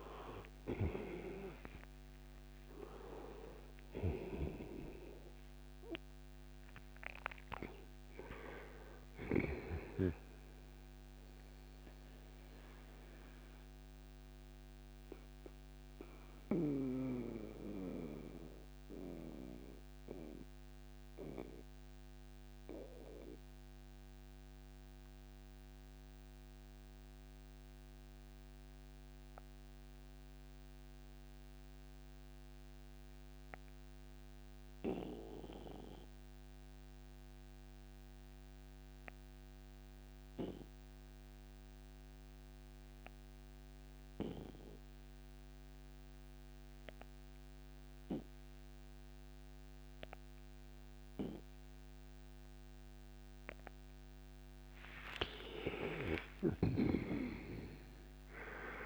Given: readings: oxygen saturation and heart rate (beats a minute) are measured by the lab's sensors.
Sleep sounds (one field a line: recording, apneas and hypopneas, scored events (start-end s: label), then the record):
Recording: breathing in sleep by a microphone on the trachea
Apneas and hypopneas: 1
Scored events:
0.00-1.50 s: arousal
0.00-9.00 s: snoring (device-marked)
0.00-32.50 s: oxygen desaturation (device-marked, oxygen 73% lowest, heart rate 58 extreme)
11.50-53.50 s: mixed apnea (oxygen 94% before, 73% lowest, heart rate 93 before, 54 extreme, up 0 after)
46.50-58.86 s: oxygen desaturation (device-marked, oxygen 99% before, 76% lowest, heart rate 61 before, 54 extreme)
55.00-58.86 s: arousal
56.00-58.86 s: snoring (device-marked)
From the record:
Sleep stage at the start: N2 (light sleep)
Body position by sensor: on the right side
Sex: male